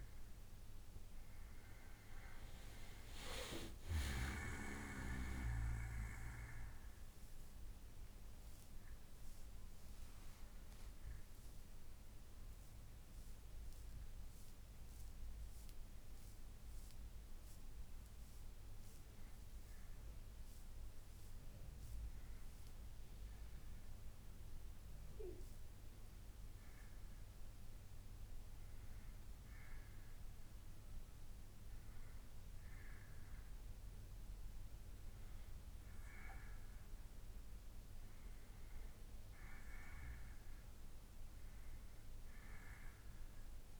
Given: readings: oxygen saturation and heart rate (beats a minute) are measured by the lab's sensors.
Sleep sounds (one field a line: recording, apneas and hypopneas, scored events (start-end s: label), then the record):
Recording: breathing in sleep by a room microphone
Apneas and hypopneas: 1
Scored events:
5.50-18.50 s: hypopnea (oxygen 95% before, 92% lowest, heart rate 75 before, 58 extreme, up 1 after)
17.50-19.50 s: bradycardia (device-marked, heart rate 65 before, 61 extreme)
21.00-24.50 s: arousal
From the record:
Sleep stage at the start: N2 (light sleep)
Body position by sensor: on the back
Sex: male